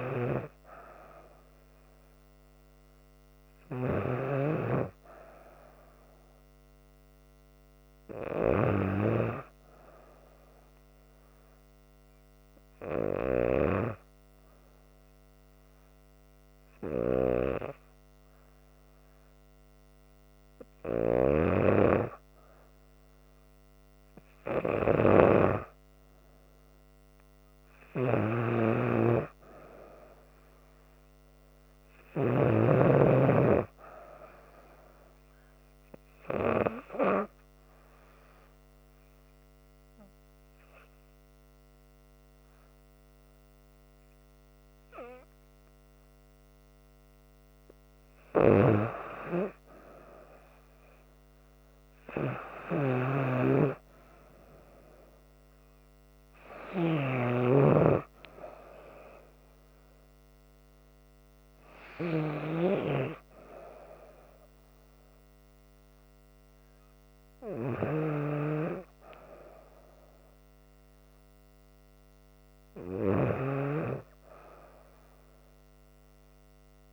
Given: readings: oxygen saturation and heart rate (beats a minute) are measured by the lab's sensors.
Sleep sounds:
breathing in sleep by a microphone on the trachea; 2
0.00-3.50 s: arousal
10.50-22.00 s: hypopnea (oxygen 96% before, 94% lowest, heart rate 71 before, 69 extreme, up 3 after)
25.00-28.50 s: arousal
28.00-32.50 s: snoring (device-marked)
37.50-48.00 s: obstructive apnea (oxygen 96% before, 93% lowest, heart rate 72 before, 70 extreme, up 3 after)
48.00-57.00 s: snoring (device-marked)
50.00-54.00 s: arousal
From the record:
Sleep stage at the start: N2 (light sleep); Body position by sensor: on the back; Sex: female

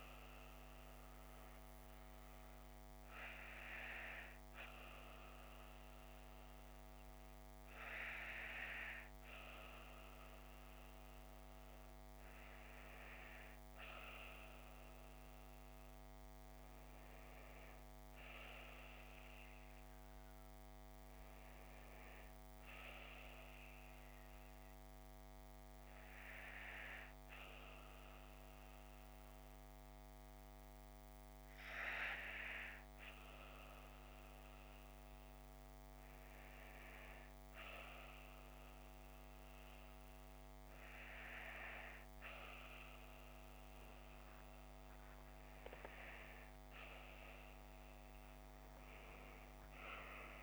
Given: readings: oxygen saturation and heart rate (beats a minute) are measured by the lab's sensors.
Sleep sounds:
breathing in sleep by a microphone on the trachea; none
13.00-17.00 s: arousal
45.00-49.00 s: arousal
From the record:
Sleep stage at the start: N2 (light sleep); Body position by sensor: on the left side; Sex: female

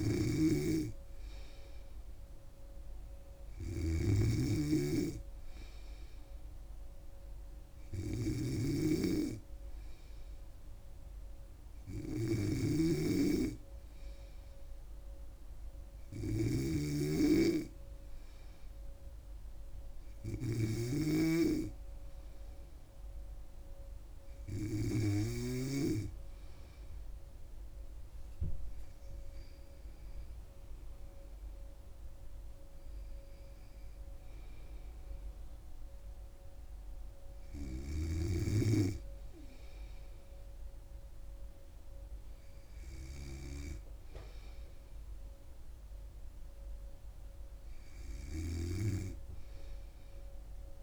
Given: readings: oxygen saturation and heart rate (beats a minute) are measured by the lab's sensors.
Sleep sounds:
breathing in sleep by a room microphone; none
0.00-26.00 s: snoring (device-marked)
From the record:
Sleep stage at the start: N3 (deep sleep); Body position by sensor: on the back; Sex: female

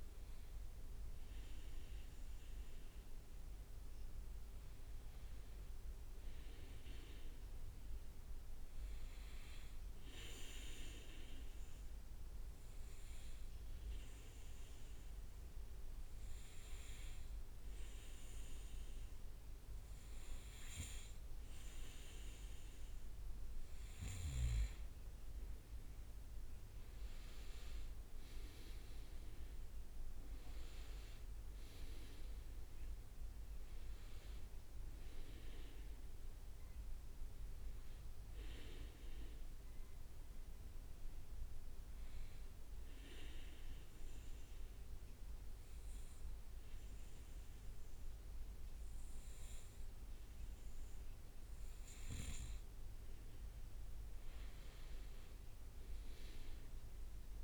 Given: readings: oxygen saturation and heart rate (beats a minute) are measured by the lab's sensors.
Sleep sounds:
breathing in sleep by a room microphone; 2
9.00-22.50 s: hypopnea (oxygen 99% before, 95% lowest, heart rate 64 before, 61 extreme, up 7 after)
14.00-48.00 s: oxygen desaturation (device-marked, oxygen 99% before, 95% lowest, heart rate 64 before, 61 extreme)
26.00-31.00 s: arousal
41.00-52.00 s: obstructive apnea (oxygen 99% before, 94% lowest, heart rate 66 before, 61 extreme, up 6 after)
54.50-57.44 s: arousal
From the record:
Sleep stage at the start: N2 (light sleep); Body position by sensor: on the back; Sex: male

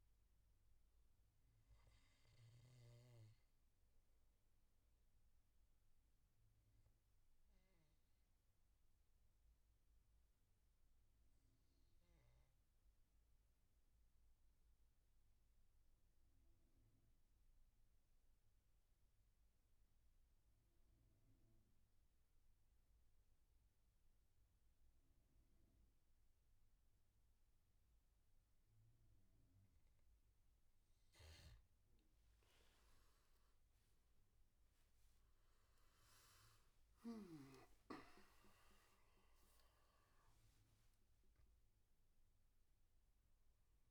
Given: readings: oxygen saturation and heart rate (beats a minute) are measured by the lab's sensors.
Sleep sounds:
breathing in sleep, hard to hear, by a room microphone; 1
0.00-3.00 s: oxygen desaturation (device-marked, oxygen 89% lowest, heart rate 63 extreme)
2.50-30.50 s: obstructive apnea (oxygen 96% before, 91% lowest, heart rate 70 before, 60 extreme, up 16 after)
22.00-43.91 s: oxygen desaturation (device-marked, oxygen 99% before, 91% lowest, heart rate 75 before, 60 extreme)
33.00-37.50 s: arousal
From the record:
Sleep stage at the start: N2 (light sleep); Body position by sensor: on the back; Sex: male

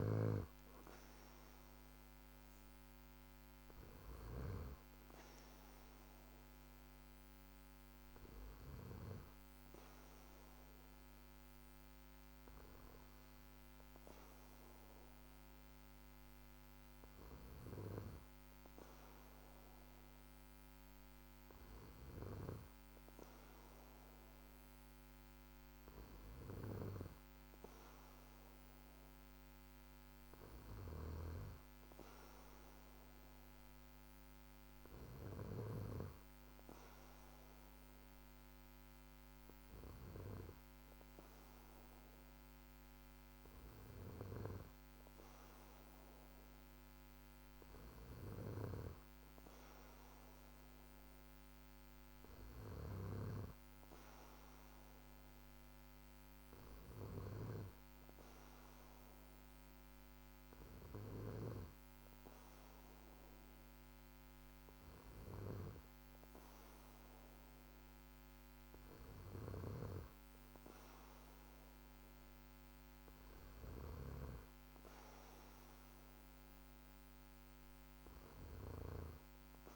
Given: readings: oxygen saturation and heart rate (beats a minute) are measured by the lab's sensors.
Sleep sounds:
breathing in sleep by a microphone on the trachea; none
none scored
From the record:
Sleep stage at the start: N2 (light sleep); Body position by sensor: on the back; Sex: male

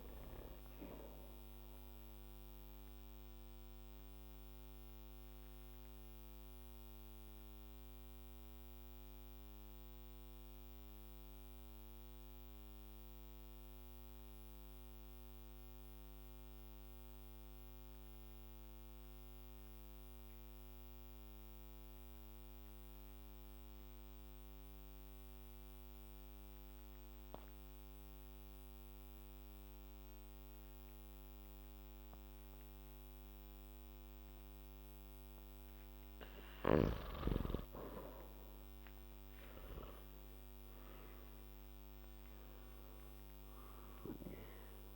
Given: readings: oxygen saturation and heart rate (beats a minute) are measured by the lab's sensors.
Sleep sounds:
breathing in sleep by a microphone on the trachea; 1
3.00-35.50 s: mixed apnea (oxygen 99% before, 89% lowest, heart rate 59 before, 52 extreme, up 9 after)
11.00-27.00 s: oxygen desaturation (device-marked, oxygen 97% before, 90% lowest, heart rate 59 before, 54 extreme)
38.50-42.50 s: arousal
41.00-44.96 s: oxygen desaturation (device-marked, oxygen 98% before, 89% lowest, heart rate 58 before, 54 extreme)
From the record:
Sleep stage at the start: N2 (light sleep); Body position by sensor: on the back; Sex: male

